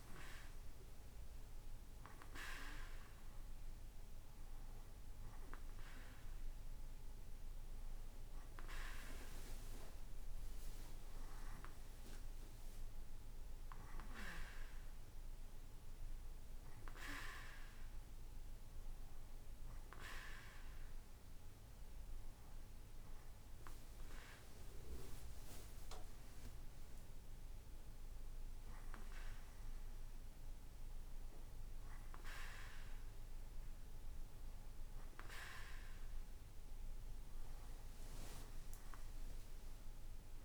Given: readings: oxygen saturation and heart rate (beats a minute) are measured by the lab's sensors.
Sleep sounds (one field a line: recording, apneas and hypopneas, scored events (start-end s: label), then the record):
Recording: breathing in sleep by a room microphone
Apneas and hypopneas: none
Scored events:
none scored
From the record:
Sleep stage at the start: N2 (light sleep)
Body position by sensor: on the right side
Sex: male